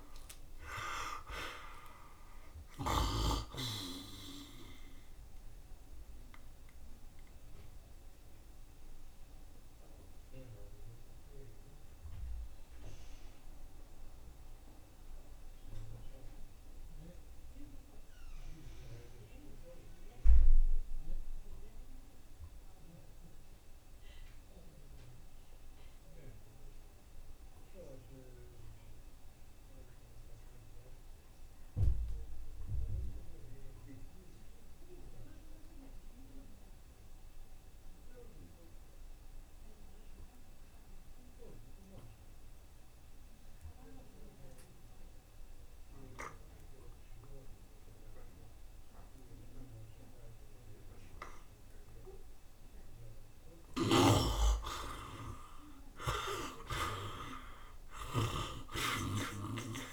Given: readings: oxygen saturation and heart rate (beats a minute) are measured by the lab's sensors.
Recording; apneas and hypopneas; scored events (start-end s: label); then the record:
breathing in sleep by a room microphone; 1
0.00-22.00 s: oxygen desaturation (device-marked, oxygen 57% lowest, heart rate 66 extreme)
7.00-52.50 s: obstructive apnea (oxygen 66% before, 57% lowest, heart rate 74 before, 69 extreme, up 5 after)
27.00-59.93 s: oxygen desaturation (device-marked, oxygen 87% before, 57% lowest, heart rate 71 before, 68 extreme)
55.00-59.93 s: arousal
From the record:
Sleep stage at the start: N2 (light sleep); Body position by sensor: on the right side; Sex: male